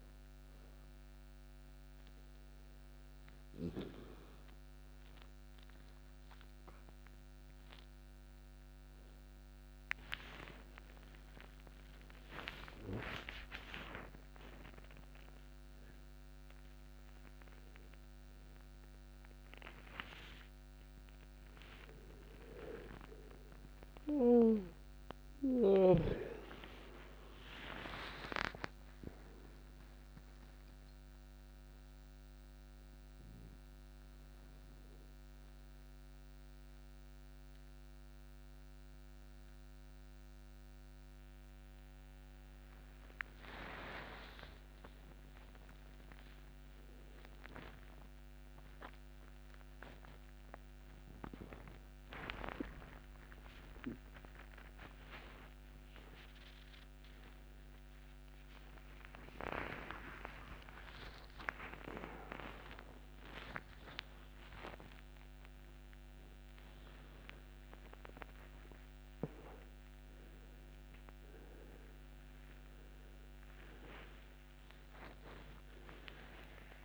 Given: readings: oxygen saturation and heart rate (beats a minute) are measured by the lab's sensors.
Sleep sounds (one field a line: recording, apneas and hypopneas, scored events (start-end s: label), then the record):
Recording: a person awake in a sleep study, by a microphone on the trachea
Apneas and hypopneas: none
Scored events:
9.00-30.00 s: oxygen desaturation (device-marked, oxygen 98% before, 92% lowest)
11.00-76.85 s: new sleep stage, awake
From the record:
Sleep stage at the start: N1 (lightest sleep)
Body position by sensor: on the back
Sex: male